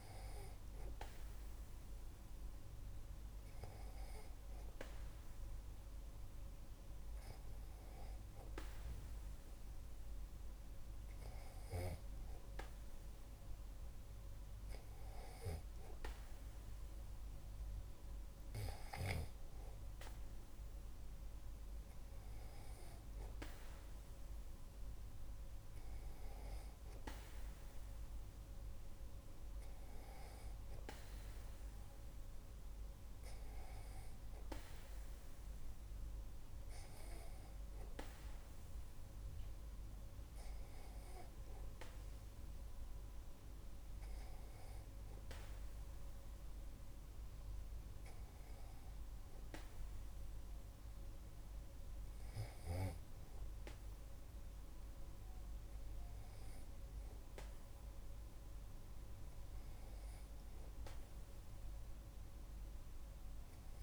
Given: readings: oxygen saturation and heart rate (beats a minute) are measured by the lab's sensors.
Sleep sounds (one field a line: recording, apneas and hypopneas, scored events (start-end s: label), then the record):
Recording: breathing in sleep by a room microphone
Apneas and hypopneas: none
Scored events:
none scored
From the record:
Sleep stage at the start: N2 (light sleep)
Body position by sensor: on the back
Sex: male